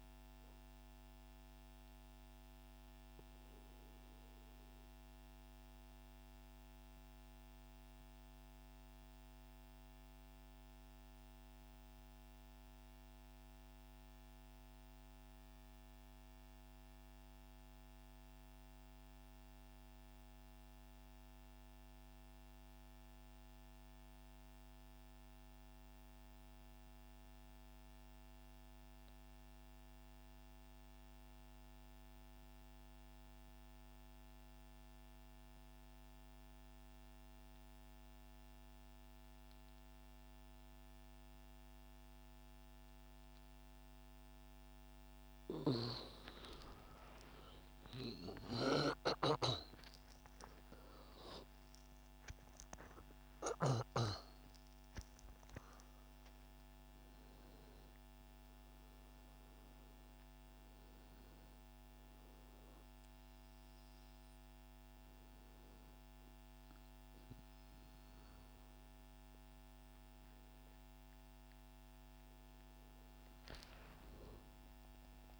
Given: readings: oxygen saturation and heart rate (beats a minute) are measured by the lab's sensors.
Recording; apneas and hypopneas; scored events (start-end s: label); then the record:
breathing in sleep by a microphone on the trachea; 1
0.00-15.50 s: oxygen desaturation (device-marked, oxygen 90% lowest, heart rate 43 extreme)
3.50-44.00 s: mixed apnea (oxygen 97% before, 85% lowest, heart rate 162 before, 43 extreme, up 59 after)
31.50-75.40 s: oxygen desaturation (device-marked, oxygen 97% before, 85% lowest, heart rate 72 before, 66 extreme)
45.50-50.00 s: arousal
73.00-75.40 s: arousal
From the record:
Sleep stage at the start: N2 (light sleep); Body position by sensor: on the right side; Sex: male